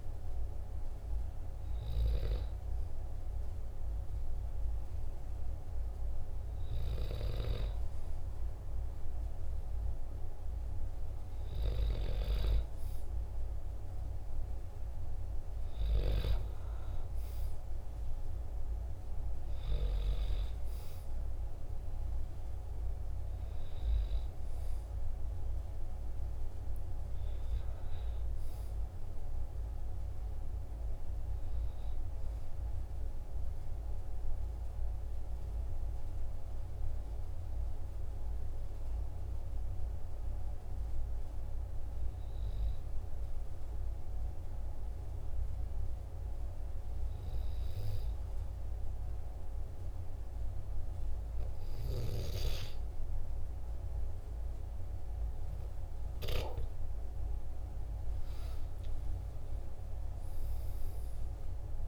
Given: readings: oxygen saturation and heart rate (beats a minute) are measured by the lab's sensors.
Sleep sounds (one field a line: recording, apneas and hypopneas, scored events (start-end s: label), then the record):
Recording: breathing in sleep by a room microphone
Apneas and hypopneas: 1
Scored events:
31.50-53.50 s: hypopnea (oxygen 97% before, 94% lowest, heart rate 47 before, 45 extreme, up 4 after)
58.00-61.88 s: arousal
From the record:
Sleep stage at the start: N2 (light sleep)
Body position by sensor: on the back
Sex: male